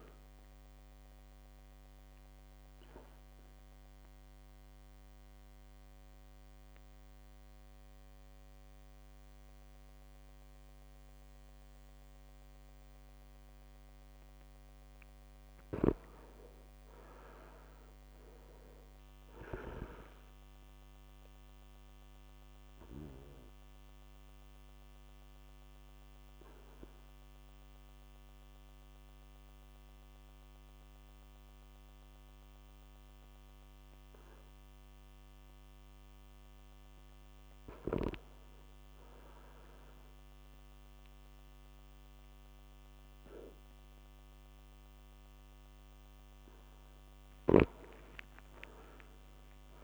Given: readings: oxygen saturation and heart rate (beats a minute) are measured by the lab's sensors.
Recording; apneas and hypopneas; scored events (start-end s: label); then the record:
breathing in sleep by a microphone on the trachea; 2
2.00-14.50 s: obstructive apnea (oxygen 100% before, 96% lowest, heart rate 58 before, 54 extreme, up 5 after)
15.50-20.00 s: snoring (device-marked)
17.00-19.50 s: arousal
22.50-36.00 s: obstructive apnea (oxygen 100% before, 96% lowest, heart rate 59 before, 54 extreme, up 6 after)
47.50-49.84 s: arousal
48.00-49.84 s: long interval between heartbeats (device-marked, heart rate 58 before, 83 extreme)
From the record:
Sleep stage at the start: N2 (light sleep); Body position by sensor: on the back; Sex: male